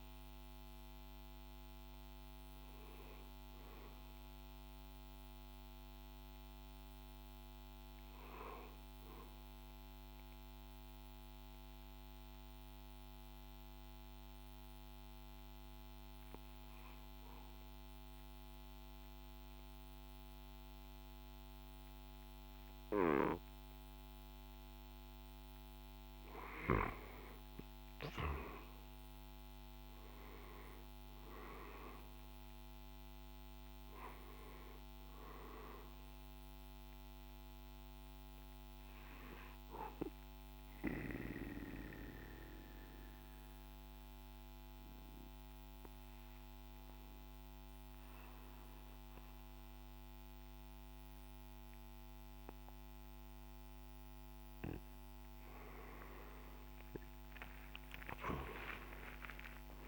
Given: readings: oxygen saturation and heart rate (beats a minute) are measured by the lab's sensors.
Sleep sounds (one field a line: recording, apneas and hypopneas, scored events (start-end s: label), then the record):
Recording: breathing in sleep by a microphone on the trachea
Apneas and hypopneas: 2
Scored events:
0.00-9.00 s: drop in pulse transit time (device-marked, heart rate 61 extreme)
0.00-21.00 s: oxygen desaturation (device-marked, oxygen 90% lowest, heart rate 55 extreme)
10.50-26.00 s: obstructive apnea (oxygen 96% before, 90% lowest, heart rate 62 before, 55 extreme, up 4 after)
27.50-31.50 s: arousal
30.00-41.00 s: drop in pulse transit time (device-marked, heart rate 58 before, 59 extreme)
36.00-55.00 s: oxygen desaturation (device-marked, oxygen 96% before, 90% lowest, heart rate 59 before, 55 extreme)
39.50-54.00 s: obstructive apnea (oxygen 96% before, 90% lowest, heart rate 60 before, 55 extreme, up 15 after)
56.00-59.88 s: arousal
58.00-59.88 s: drop in pulse transit time (device-marked, heart rate 58 before, 57 extreme)
From the record:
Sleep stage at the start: N2 (light sleep)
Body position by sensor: on the right side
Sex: male